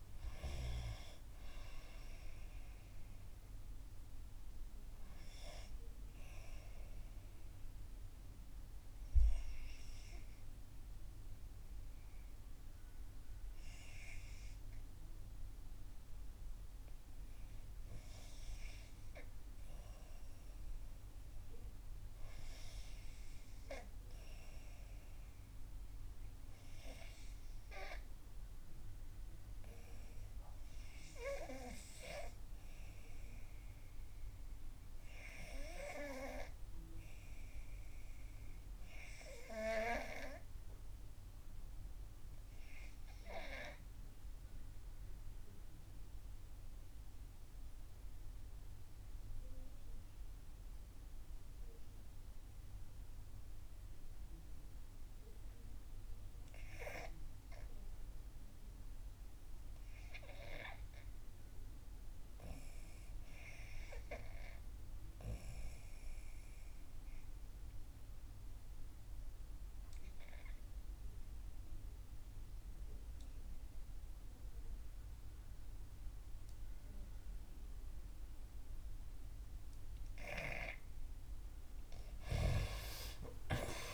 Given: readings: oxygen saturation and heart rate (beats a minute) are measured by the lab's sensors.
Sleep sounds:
breathing in sleep by a room microphone; 1
0.00-16.00 s: oxygen desaturation (device-marked, oxygen 78% lowest, heart rate 63 extreme)
7.00-79.50 s: obstructive apnea (oxygen 87% before, 75% lowest, heart rate 69 before, 59 extreme, up 8 after)
29.00-83.94 s: oxygen desaturation (device-marked, oxygen 96% before, 75% lowest, heart rate 65 before, 58 extreme)
33.00-83.94 s: new sleep stage, REM sleep
76.50-78.50 s: long interval between heartbeats (device-marked, heart rate 66 before, 67 extreme)
82.50-83.94 s: arousal
From the record:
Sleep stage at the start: N2 (light sleep); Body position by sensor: on the back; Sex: female

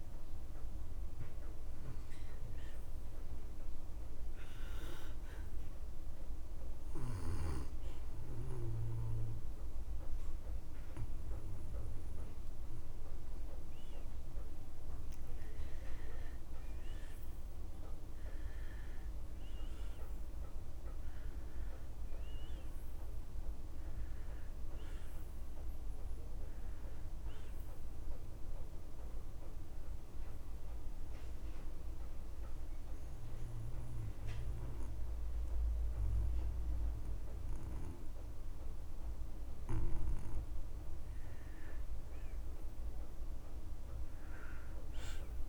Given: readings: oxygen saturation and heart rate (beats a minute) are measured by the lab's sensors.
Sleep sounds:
breathing in sleep, hard to hear, by a room microphone; 2
0.00-6.50 s: oxygen desaturation (device-marked, oxygen 89% lowest)
4.00-14.50 s: hypopnea (oxygen 94% before, 88% lowest)
16.50-20.50 s: arousal
30.00-41.00 s: obstructive apnea (oxygen 91% before, 88% lowest)
44.00-45.49 s: arousal
From the record:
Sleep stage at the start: N2 (light sleep); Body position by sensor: on the back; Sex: male

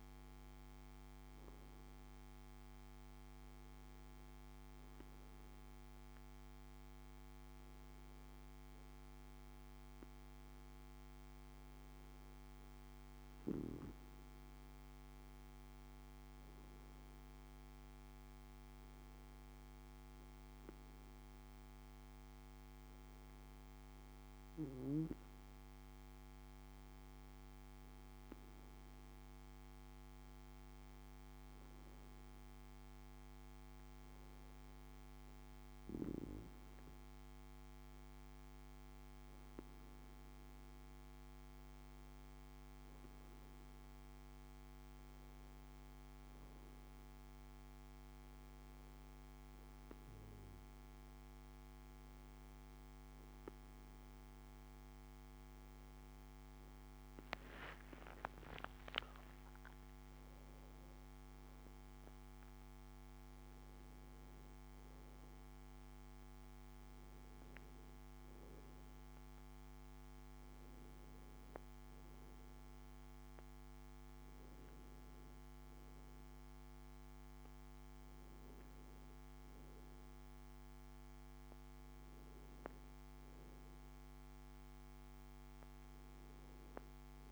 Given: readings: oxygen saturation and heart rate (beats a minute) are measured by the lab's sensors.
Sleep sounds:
breathing in sleep, hard to hear, by a microphone on the trachea; none
53.00-57.50 s: arousal
From the record:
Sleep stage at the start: N2 (light sleep); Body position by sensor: on the back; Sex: male

